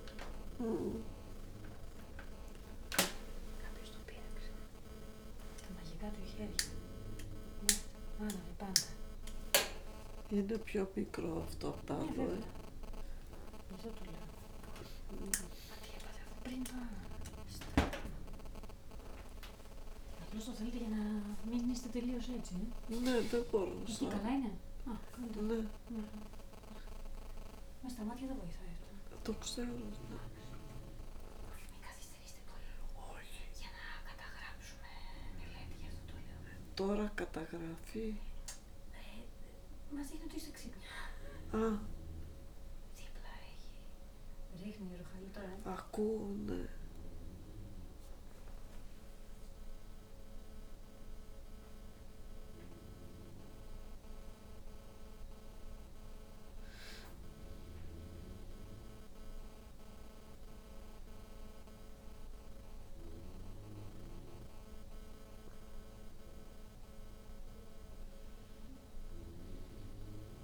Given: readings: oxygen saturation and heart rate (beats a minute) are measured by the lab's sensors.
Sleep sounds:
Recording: a person awake in a sleep study, by a room microphone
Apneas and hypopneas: none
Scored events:
none scored
From the record:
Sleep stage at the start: awake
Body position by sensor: on the back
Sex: female

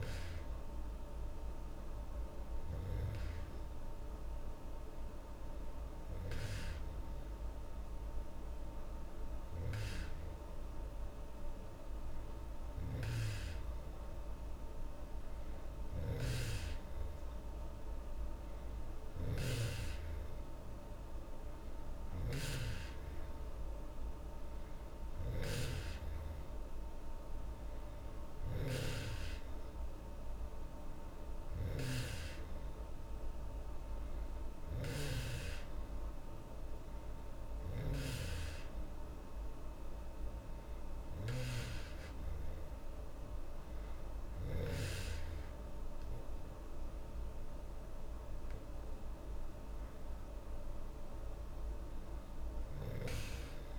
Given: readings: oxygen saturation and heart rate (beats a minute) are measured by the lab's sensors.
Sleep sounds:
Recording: breathing in sleep by a room microphone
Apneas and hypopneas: none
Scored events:
15.50-44.50 s: snoring (device-marked)
From the record:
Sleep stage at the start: N2 (light sleep)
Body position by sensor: on the back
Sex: female

